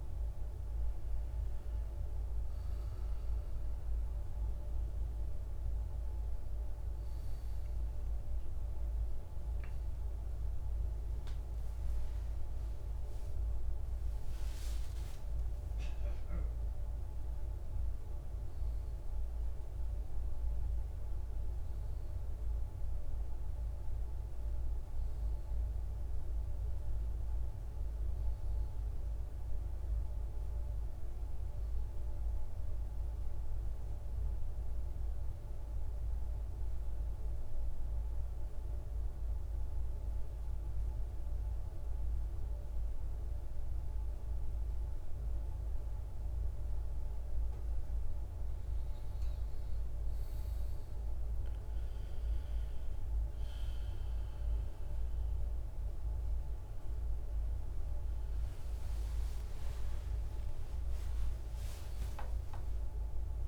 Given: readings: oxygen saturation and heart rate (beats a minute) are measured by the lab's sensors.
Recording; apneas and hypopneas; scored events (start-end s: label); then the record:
breathing in sleep, hard to hear, by a room microphone; 1
2.50-18.50 s: oxygen desaturation (device-marked, oxygen 97% before, 89% lowest, heart rate 59 before, 55 extreme)
12.50-63.48 s: new sleep stage, N1 (lightest sleep)
33.50-37.00 s: arousal
38.00-48.50 s: central apnea (oxygen 98% before, 90% lowest, heart rate 61 before, 54 extreme, up 13 after)
44.50-63.48 s: oxygen desaturation (device-marked, oxygen 97% before, 90% lowest, heart rate 58 before, 54 extreme)
57.50-61.50 s: arousal
From the record:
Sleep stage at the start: N2 (light sleep); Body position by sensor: on the back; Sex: male